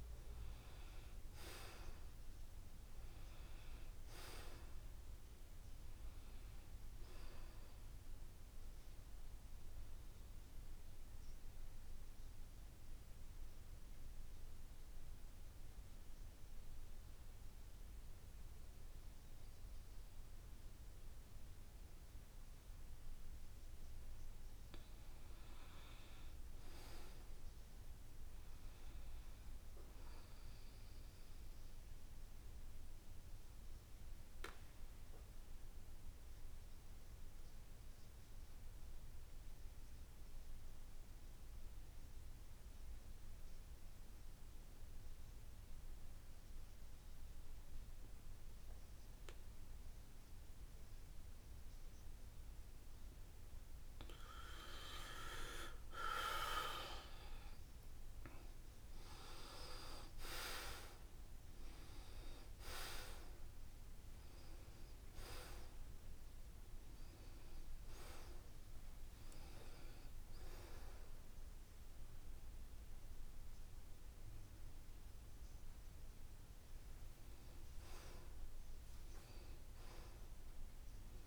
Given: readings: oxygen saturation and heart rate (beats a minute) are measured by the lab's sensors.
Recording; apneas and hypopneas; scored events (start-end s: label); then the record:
breathing in sleep by a room microphone; 2
0.00-8.50 s: oxygen desaturation (device-marked, oxygen 86% lowest, heart rate 71 extreme)
11.00-24.50 s: central apnea (oxygen 96% before, 85% lowest, heart rate 77 before, 71 extreme, up 7 after)
26.50-29.00 s: arousal
30.50-45.50 s: oxygen desaturation (device-marked, oxygen 95% before, 90% lowest, heart rate 74 before, 72 extreme)
32.00-54.00 s: obstructive apnea (oxygen 96% before, 85% lowest, heart rate 74 before, 72 extreme, up 4 after)
47.50-77.50 s: oxygen desaturation (device-marked, oxygen 93% before, 85% lowest, heart rate 74 before, 72 extreme)
56.50-59.00 s: arousal
From the record:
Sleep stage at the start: N2 (light sleep); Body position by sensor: on the back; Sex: male